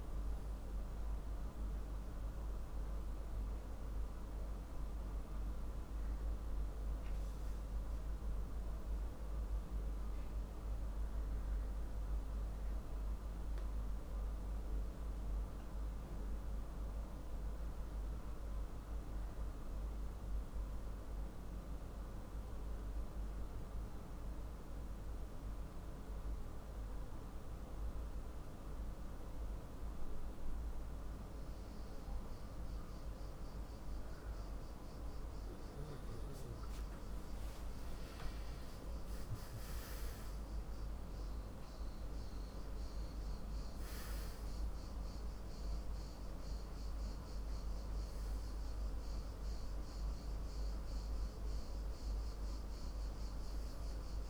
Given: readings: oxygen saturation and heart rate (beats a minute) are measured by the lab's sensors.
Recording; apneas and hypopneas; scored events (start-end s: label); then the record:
breathing in sleep, hard to hear, by a room microphone; 1
0.00-2.00 s: oxygen desaturation (device-marked, oxygen 92% lowest, heart rate 56 extreme)
9.00-13.50 s: arousal
16.00-34.00 s: hypopnea (oxygen 97% before, 95% lowest, heart rate 66 before, 48 extreme, up 43 after)
35.50-38.50 s: arousal
From the record:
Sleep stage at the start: N2 (light sleep); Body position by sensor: on the back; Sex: male